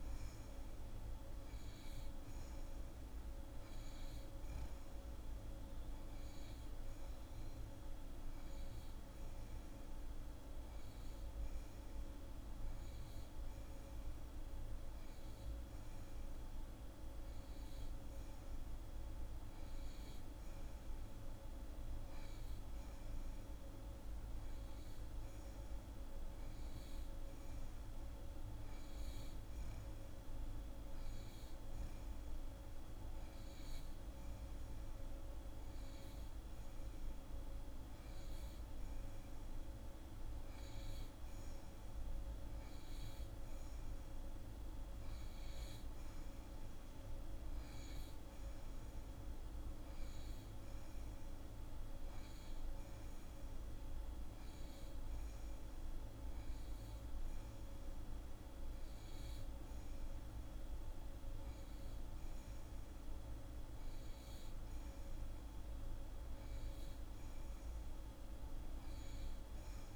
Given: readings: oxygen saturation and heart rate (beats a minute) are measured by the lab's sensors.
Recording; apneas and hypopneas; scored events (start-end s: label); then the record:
breathing in sleep, hard to hear, by a room microphone; none
none scored
From the record:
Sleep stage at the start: N2 (light sleep); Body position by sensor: on the back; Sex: female